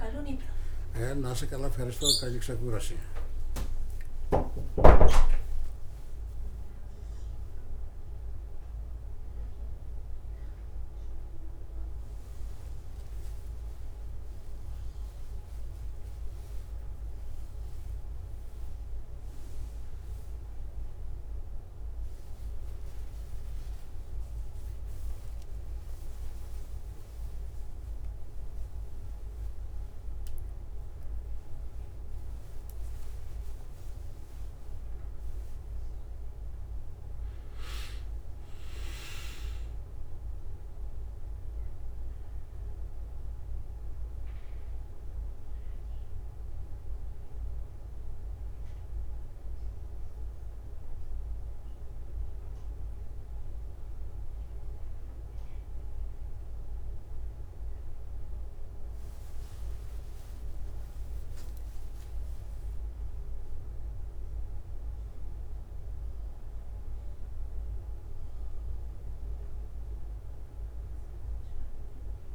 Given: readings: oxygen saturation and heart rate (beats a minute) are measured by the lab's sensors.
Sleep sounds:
a person awake in a sleep study, by a room microphone; none
16.00-18.00 s: long interval between heartbeats (device-marked, heart rate 41 before, 63 extreme)
20.00-22.00 s: long interval between heartbeats (device-marked, heart rate 46 before, 76 extreme)
35.50-37.50 s: long interval between heartbeats (device-marked, heart rate 63 before, 69 extreme)
From the record:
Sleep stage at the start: awake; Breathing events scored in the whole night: 240 in 4.3 hours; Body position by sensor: on the back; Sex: male

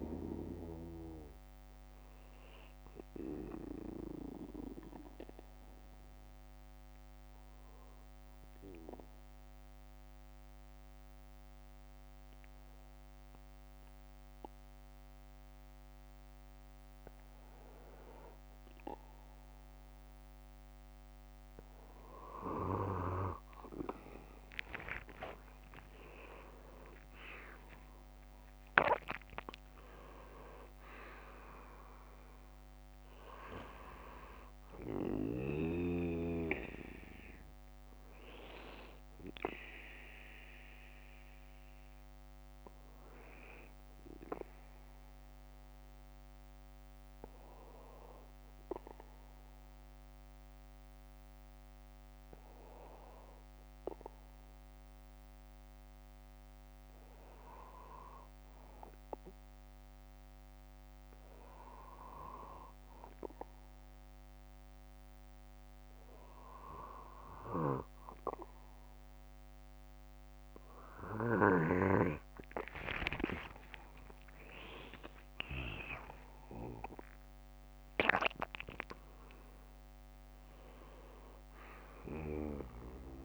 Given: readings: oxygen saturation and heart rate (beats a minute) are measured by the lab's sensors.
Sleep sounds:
breathing in sleep by a microphone on the trachea; 2
4.50-18.00 s: obstructive apnea (oxygen 97% before, 94% lowest, heart rate 67 before, 57 extreme, up 9 after)
9.00-11.00 s: bradycardia (device-marked, heart rate 64 before, 57 extreme)
24.50-29.00 s: arousal
30.00-38.00 s: oxygen desaturation (device-marked, oxygen 97% before, 94% lowest, heart rate 63 before, 57 extreme)
44.00-59.50 s: hypopnea (oxygen 97% before, 94% lowest, heart rate 66 before, 59 extreme, up 10 after)
71.50-75.00 s: arousal
From the record:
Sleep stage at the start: N2 (light sleep); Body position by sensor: on the back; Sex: male

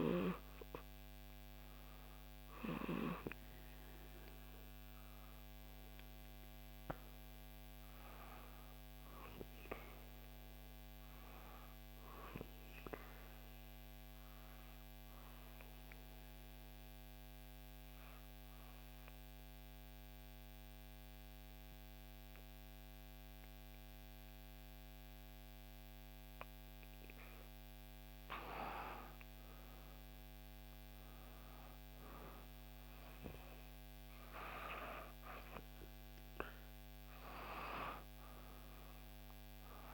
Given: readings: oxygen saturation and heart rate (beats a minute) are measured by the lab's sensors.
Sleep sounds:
breathing in sleep by a microphone on the trachea; 1
0.00-11.00 s: oxygen desaturation (device-marked, oxygen 92% lowest, heart rate 59 extreme)
13.00-28.00 s: obstructive apnea (oxygen 96% before, 92% lowest, heart rate 65 before, 59 extreme, up 6 after)
29.50-32.50 s: arousal
35.00-39.94 s: oxygen desaturation (device-marked, oxygen 97% before, 92% lowest, heart rate 61 before, 58 extreme)
From the record:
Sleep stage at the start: N2 (light sleep); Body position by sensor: on the back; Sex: female

